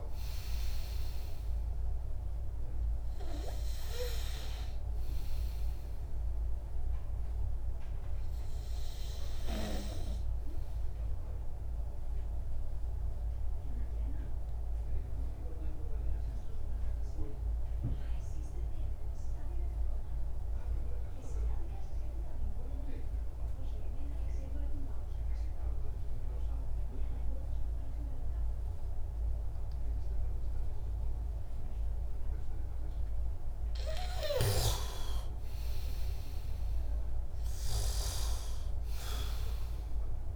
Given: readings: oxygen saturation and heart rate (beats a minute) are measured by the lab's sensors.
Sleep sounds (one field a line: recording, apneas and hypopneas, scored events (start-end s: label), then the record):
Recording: breathing in sleep by a room microphone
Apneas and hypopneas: 1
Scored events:
0.00-25.50 s: oxygen desaturation (device-marked, oxygen 87% lowest, heart rate 62 extreme)
12.00-33.50 s: obstructive apnea (oxygen 98% before, 87% lowest, heart rate 69 before, 61 extreme, up 10 after)
35.50-40.36 s: arousal
From the record:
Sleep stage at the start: N2 (light sleep)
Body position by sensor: on the back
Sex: male